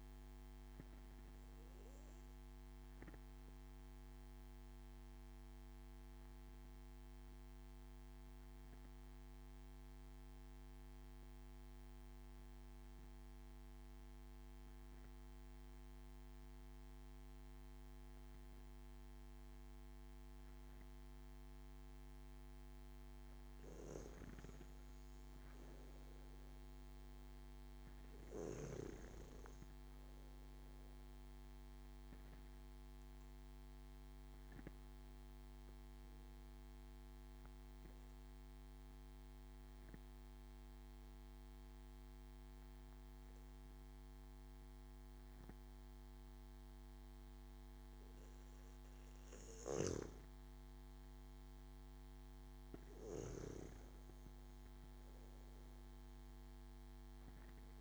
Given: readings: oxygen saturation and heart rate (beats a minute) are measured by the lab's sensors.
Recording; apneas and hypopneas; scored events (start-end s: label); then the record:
breathing in sleep, hard to hear, by a microphone on the trachea; 2
2.00-23.00 s: obstructive apnea (oxygen 96% before, 92% lowest)
25.50-28.50 s: arousal
27.00-49.00 s: oxygen desaturation (device-marked, oxygen 97% before, 92% lowest)
33.50-49.00 s: obstructive apnea (oxygen 97% before, 92% lowest)
49.50-53.50 s: snoring (device-marked)
50.50-54.50 s: arousal
From the record:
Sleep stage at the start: N2 (light sleep); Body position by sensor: on the back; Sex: male